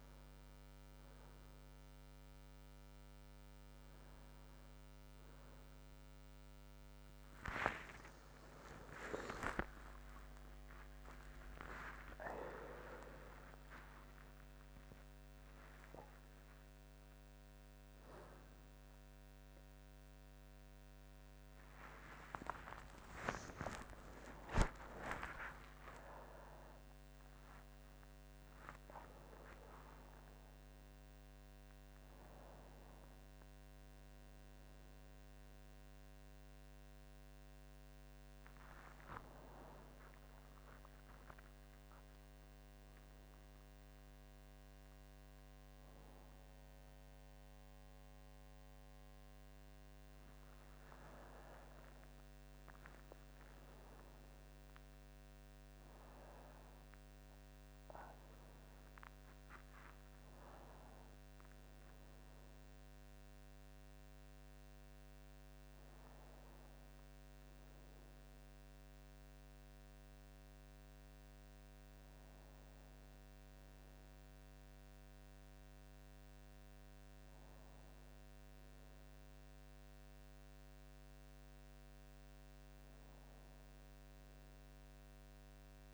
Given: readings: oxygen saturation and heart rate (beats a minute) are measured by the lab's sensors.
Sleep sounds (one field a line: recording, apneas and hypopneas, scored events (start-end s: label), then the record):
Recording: a person partly awake in a sleep study, by a microphone on the trachea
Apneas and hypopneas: none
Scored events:
30.00-85.94 s: new sleep stage, N2 (light sleep)
From the record:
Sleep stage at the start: awake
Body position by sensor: on the back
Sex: male